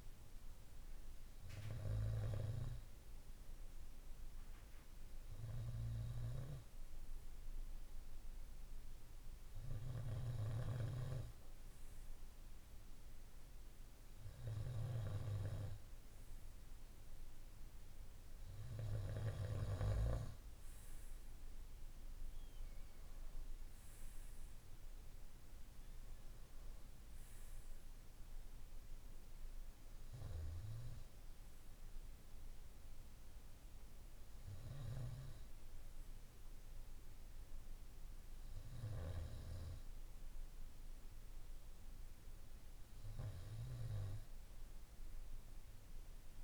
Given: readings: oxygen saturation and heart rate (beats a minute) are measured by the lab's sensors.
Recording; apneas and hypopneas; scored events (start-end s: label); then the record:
breathing in sleep by a room microphone; none
none scored
From the record:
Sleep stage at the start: N2 (light sleep); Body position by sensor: on the right side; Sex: male